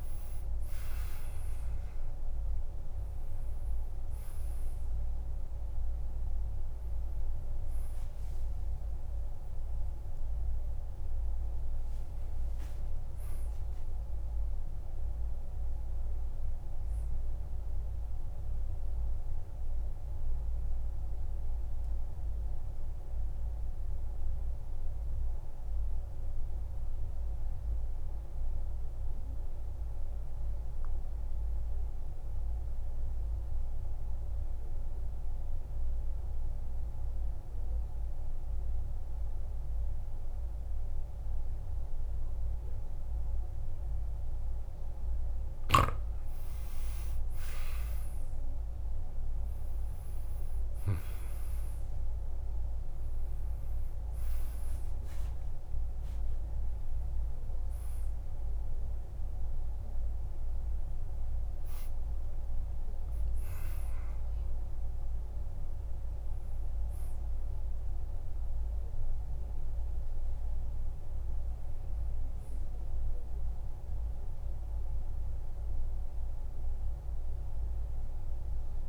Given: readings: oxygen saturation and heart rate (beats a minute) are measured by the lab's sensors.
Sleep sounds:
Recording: breathing in sleep, hard to hear, by a room microphone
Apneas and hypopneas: 1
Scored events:
0.00-3.00 s: arousal
0.00-25.00 s: oxygen desaturation (device-marked, oxygen 89% lowest, heart rate 50 extreme)
19.00-45.50 s: mixed apnea (oxygen 98% before, 88% lowest, heart rate 61 before, 50 extreme, up 16 after)
44.00-78.89 s: oxygen desaturation (device-marked, oxygen 99% before, 88% lowest, heart rate 52 before, 51 extreme)
46.50-51.00 s: arousal
47.00-77.00 s: new sleep stage, N1 (lightest sleep)
77.00-78.89 s: new sleep stage, N2 (light sleep)
From the record:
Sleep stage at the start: N2 (light sleep)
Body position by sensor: on the back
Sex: male

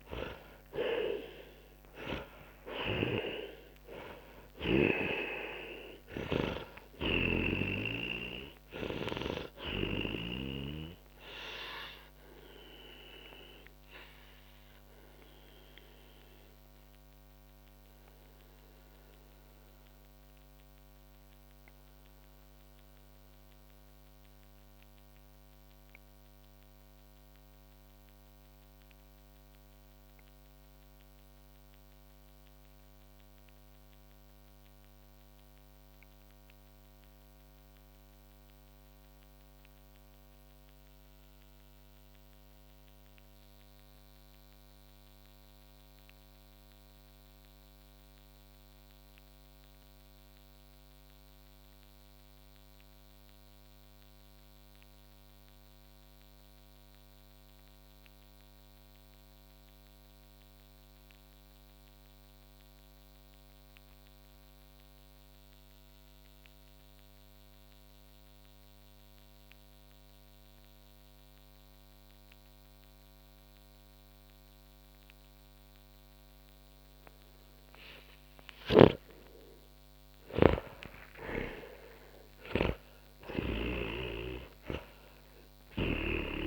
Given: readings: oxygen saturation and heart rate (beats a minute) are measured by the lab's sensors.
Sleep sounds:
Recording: breathing in sleep by a microphone on the trachea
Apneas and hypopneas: 1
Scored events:
0.00-2.50 s: arousal
0.00-39.50 s: oxygen desaturation (device-marked, oxygen 78% lowest, heart rate 40 extreme)
7.00-10.50 s: snoring (device-marked)
11.50-80.00 s: obstructive apnea (oxygen 97% before, 78% lowest, heart rate 61 before, 40 extreme, up 17 after)
68.50-86.46 s: oxygen desaturation (device-marked, oxygen 98% before, 78% lowest, heart rate 47 before, 43 extreme)
78.50-86.46 s: snoring (device-marked)
80.50-86.00 s: arousal
From the record:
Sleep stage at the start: N2 (light sleep)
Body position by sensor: on the back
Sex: male

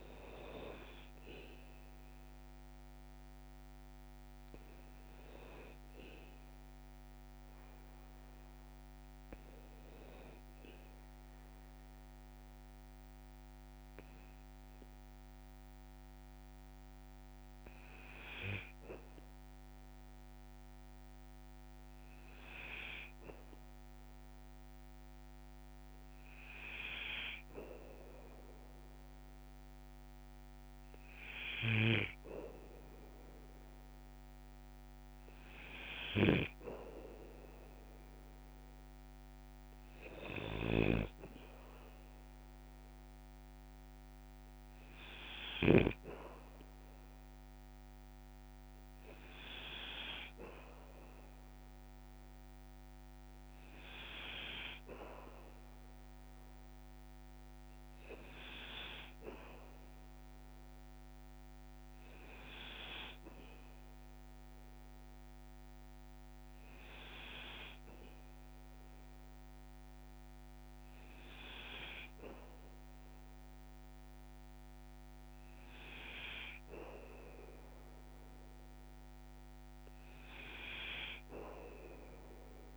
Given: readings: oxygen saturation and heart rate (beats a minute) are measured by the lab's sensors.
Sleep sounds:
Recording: breathing in sleep by a microphone on the trachea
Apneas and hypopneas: 1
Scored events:
11.50-31.50 s: hypopnea (oxygen 97% before, 96% lowest, heart rate 58 before, 56 extreme, up 2 after)
34.00-37.50 s: arousal
36.00-45.50 s: snoring (device-marked)
From the record:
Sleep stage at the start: N2 (light sleep)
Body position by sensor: on the back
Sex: male

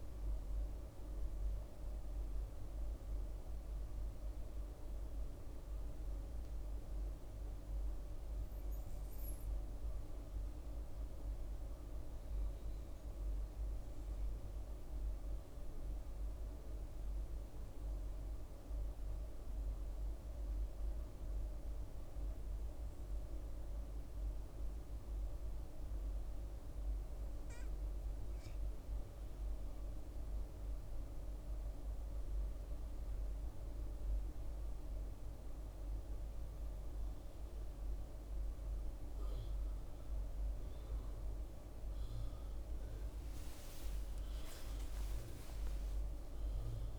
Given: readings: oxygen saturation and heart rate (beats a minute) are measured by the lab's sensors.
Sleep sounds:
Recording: a person partly awake in a sleep study, hard to hear, by a room microphone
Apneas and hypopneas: 1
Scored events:
10.50-13.50 s: arousal
17.00-28.50 s: obstructive apnea (oxygen 100% before, 94% lowest, heart rate 74 before, 67 extreme, up 5 after)
31.00-43.00 s: oxygen desaturation (device-marked, oxygen 99% before, 95% lowest, heart rate 69 before, 70 extreme)
35.00-46.99 s: new sleep stage, awake
From the record:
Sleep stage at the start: N2 (light sleep)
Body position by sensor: on the back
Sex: female

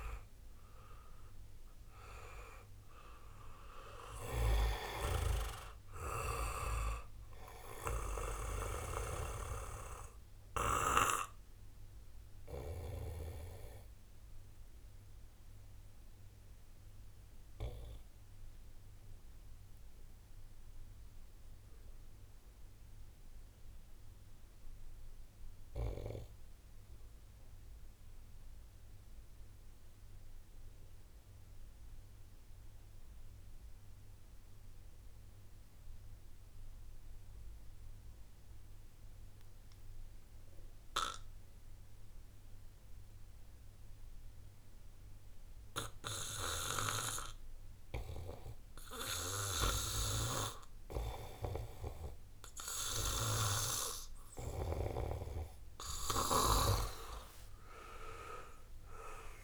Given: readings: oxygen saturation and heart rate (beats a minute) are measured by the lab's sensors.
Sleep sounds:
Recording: breathing in sleep by a room microphone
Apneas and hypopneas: 1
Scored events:
0.00-25.00 s: oxygen desaturation (device-marked, oxygen 88% lowest)
9.00-52.00 s: obstructive apnea (oxygen 97% before, 88% lowest)
57.00-59.44 s: arousal
57.00-59.44 s: oxygen desaturation (device-marked, oxygen 95% before, 90% lowest)
From the record:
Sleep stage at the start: REM sleep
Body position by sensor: on the back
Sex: male

